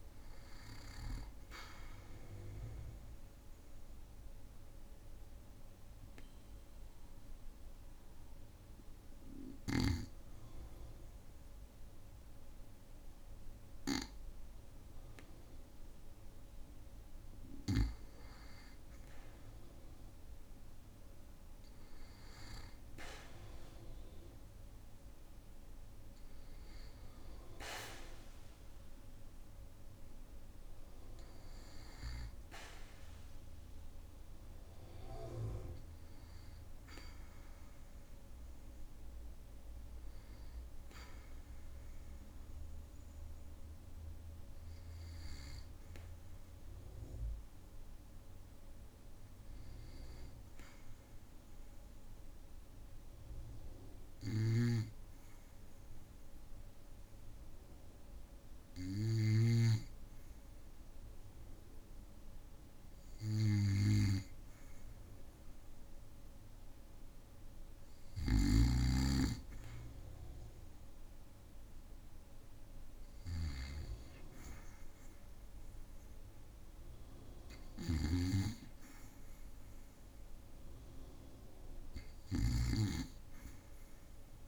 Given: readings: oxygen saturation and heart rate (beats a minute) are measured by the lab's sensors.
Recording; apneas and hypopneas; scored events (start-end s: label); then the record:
breathing in sleep by a room microphone; 2
3.50-17.50 s: obstructive apnea (oxygen 97% before, 96% lowest, heart rate 57 before, 53 extreme, up 3 after)
19.50-23.00 s: arousal
50.50-62.00 s: obstructive apnea (oxygen 98% before, 94% lowest, heart rate 55 before, 56 extreme, up 3 after)
54.00-59.50 s: snoring (device-marked)
64.50-68.50 s: arousal
68.00-84.48 s: snoring (device-marked)
75.00-84.48 s: oxygen desaturation (device-marked, oxygen 98% before, 95% lowest, heart rate 57 before, 54 extreme)
From the record:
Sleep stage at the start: N2 (light sleep); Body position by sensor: on the back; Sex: male